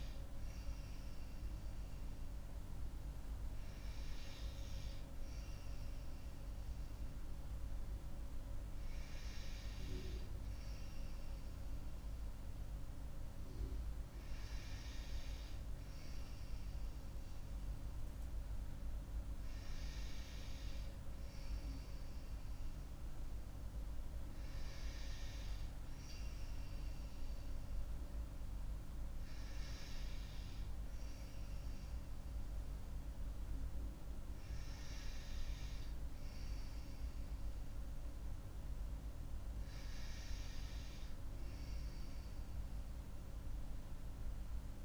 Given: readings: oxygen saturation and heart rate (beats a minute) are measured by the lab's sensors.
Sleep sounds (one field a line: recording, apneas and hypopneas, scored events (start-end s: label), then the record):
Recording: breathing in sleep, hard to hear, by a room microphone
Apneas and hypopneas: none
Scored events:
none scored
From the record:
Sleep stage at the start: N2 (light sleep)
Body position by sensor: on the right side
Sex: female